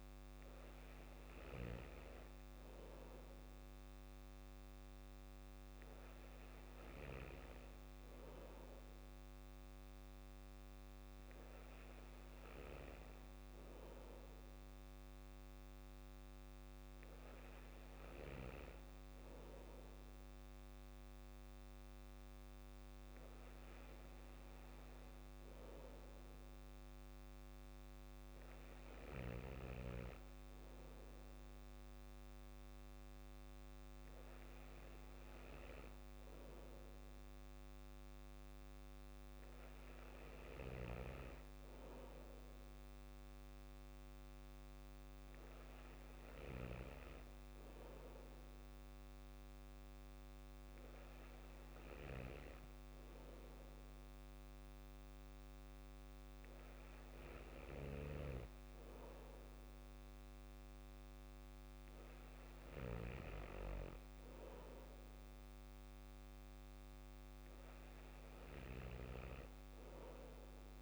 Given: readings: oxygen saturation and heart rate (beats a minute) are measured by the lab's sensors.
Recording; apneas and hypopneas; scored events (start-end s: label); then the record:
breathing in sleep by a microphone on the trachea; none
none scored
From the record:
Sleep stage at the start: N2 (light sleep); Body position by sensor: on the back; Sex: male